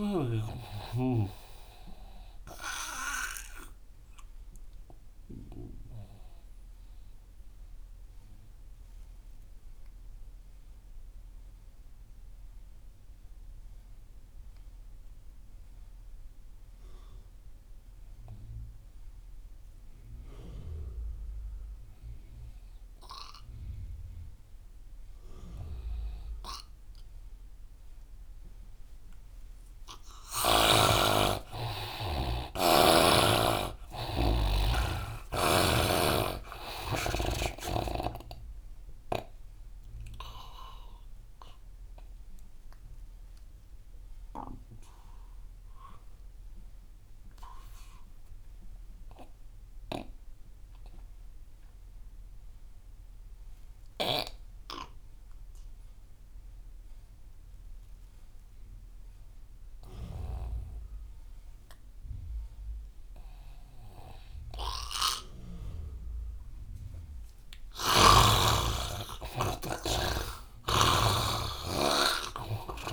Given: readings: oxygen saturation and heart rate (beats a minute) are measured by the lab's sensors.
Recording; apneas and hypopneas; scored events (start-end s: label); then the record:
breathing in sleep by a room microphone; 2
0.00-12.50 s: oxygen desaturation (device-marked, oxygen 82% lowest)
3.50-29.00 s: obstructive apnea (oxygen 98% before, 82% lowest)
25.50-55.50 s: oxygen desaturation (device-marked, oxygen 99% before, 84% lowest)
31.00-35.00 s: arousal
39.00-66.00 s: obstructive apnea (oxygen 99% before, 84% lowest)
68.00-71.00 s: arousal
68.00-72.93 s: snoring (device-marked)
68.50-72.93 s: oxygen desaturation (device-marked, oxygen 98% before, 87% lowest)
From the record:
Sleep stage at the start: N2 (light sleep); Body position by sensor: on the right side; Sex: male